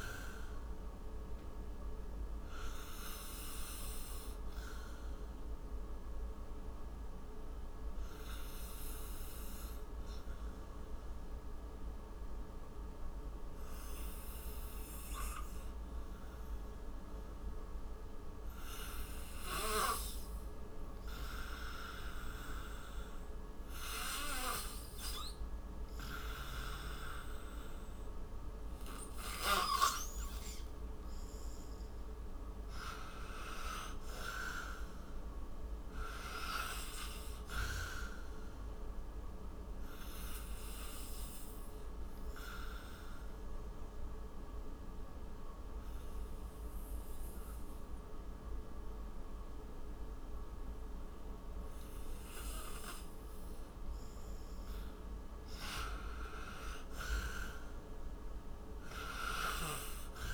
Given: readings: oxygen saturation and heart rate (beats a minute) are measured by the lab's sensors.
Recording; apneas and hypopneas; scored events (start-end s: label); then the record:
breathing in sleep by a room microphone; 2
0.00-15.50 s: oxygen desaturation (device-marked, oxygen 86% lowest, heart rate 56 extreme)
2.50-29.50 s: obstructive apnea (oxygen 99% before, 86% lowest, heart rate 67 before, 56 extreme, up 23 after)
28.50-54.50 s: oxygen desaturation (device-marked, oxygen 97% before, 87% lowest, heart rate 58 before, 55 extreme)
33.50-36.00 s: arousal
39.50-52.50 s: obstructive apnea (oxygen 97% before, 86% lowest, heart rate 65 before, 55 extreme, up 11 after)
55.50-58.00 s: arousal
From the record:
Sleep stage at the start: N2 (light sleep); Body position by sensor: on the right side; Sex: male